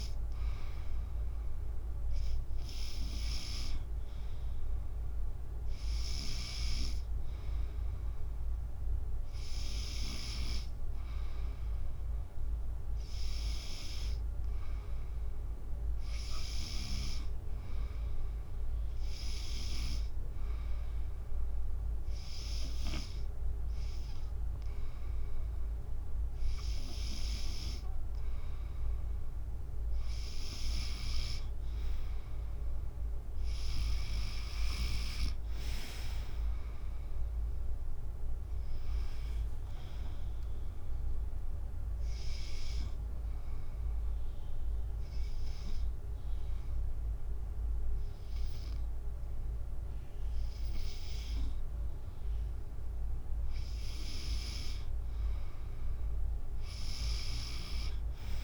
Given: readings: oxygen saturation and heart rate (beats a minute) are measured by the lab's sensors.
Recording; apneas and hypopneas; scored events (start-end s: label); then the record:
breathing in sleep by a room microphone; 2
14.00-17.50 s: arousal
20.50-30.50 s: hypopnea (oxygen 95% before, 91% lowest, heart rate 73 before, 59 extreme, up 3 after)
33.50-37.00 s: arousal
34.50-46.50 s: drop in pulse transit time (device-marked, heart rate 74 before, 72 extreme)
36.50-54.50 s: oxygen desaturation (device-marked, oxygen 94% before, 91% lowest, heart rate 74 before, 59 extreme)
42.50-53.50 s: obstructive apnea (oxygen 95% before, 91% lowest, heart rate 75 before, 59 extreme, up 15 after)
56.00-58.43 s: arousal
From the record:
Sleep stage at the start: N2 (light sleep); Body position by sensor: on the back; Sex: female